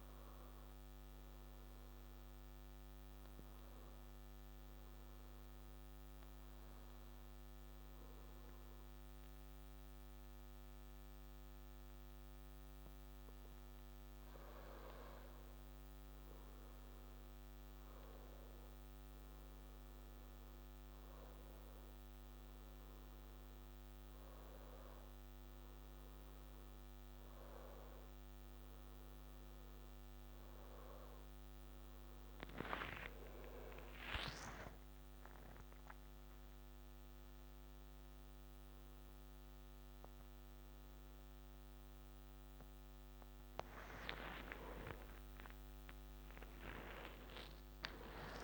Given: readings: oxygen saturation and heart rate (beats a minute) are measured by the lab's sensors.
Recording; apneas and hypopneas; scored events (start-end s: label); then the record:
a person awake in a sleep study, by a microphone on the trachea; 1
1.50-14.50 s: hypopnea (oxygen 95% before, 93% lowest, heart rate 69 before, 68 extreme, up 4 after)
17.00-48.44 s: new sleep stage, awake
From the record:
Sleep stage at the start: N2 (light sleep); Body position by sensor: on the back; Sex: male